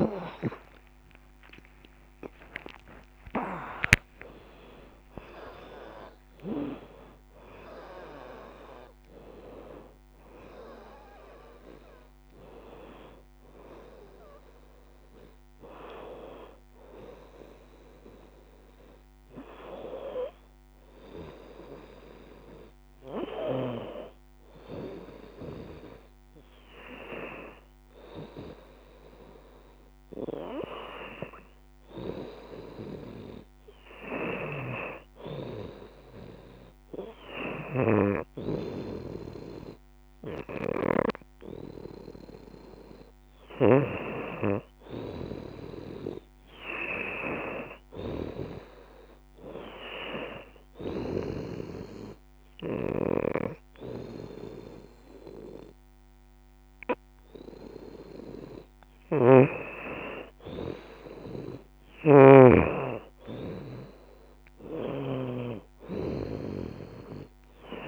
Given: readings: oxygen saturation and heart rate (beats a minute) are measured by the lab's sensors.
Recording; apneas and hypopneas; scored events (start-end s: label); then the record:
breathing in sleep by a microphone on the trachea; 1
0.00-2.00 s: long interval between heartbeats (device-marked, heart rate 94 before, 100 extreme)
0.00-4.50 s: arousal
6.50-8.50 s: long interval between heartbeats (device-marked, heart rate 92 before, 73 extreme)
9.50-11.50 s: long interval between heartbeats (device-marked, heart rate 90 before, 79 extreme)
20.00-22.00 s: long interval between heartbeats (device-marked, heart rate 81 before, 82 extreme)
37.50-67.88 s: new sleep stage, N2 (light sleep)
50.50-61.00 s: hypopnea (oxygen 92% before, 81% lowest, heart rate 78 before, 48 extreme, up 6 after)
53.50-62.50 s: oxygen desaturation (device-marked, oxygen 89% before, 86% lowest, heart rate 78 before, 48 extreme)
63.00-67.00 s: arousal
65.00-67.00 s: long interval between heartbeats (device-marked, heart rate 78 before, 80 extreme)
From the record:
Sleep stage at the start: N1 (lightest sleep); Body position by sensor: on the right side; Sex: female